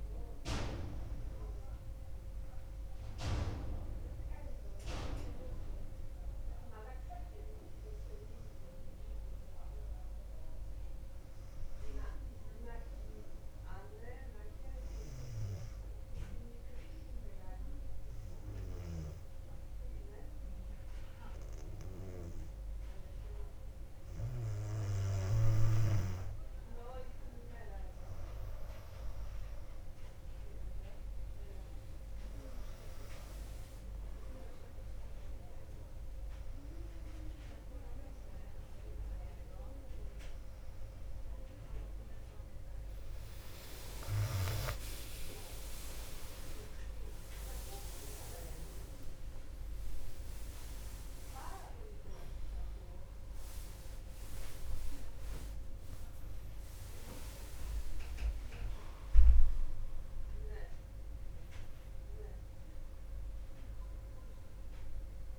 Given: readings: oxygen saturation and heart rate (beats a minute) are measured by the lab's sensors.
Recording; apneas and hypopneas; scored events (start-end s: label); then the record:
breathing in sleep by a room microphone; 1
14.50-26.00 s: obstructive apnea (oxygen 98% before, 93% lowest, heart rate 62 before, 58 extreme, up 5 after)
28.00-51.00 s: oxygen desaturation (device-marked, oxygen 99% before, 93% lowest, heart rate 59 before, 62 extreme)
43.50-49.50 s: arousal
47.00-60.00 s: drop in pulse transit time (device-marked, heart rate 63 before, 66 extreme)
From the record:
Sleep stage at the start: N2 (light sleep); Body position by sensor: on the back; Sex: female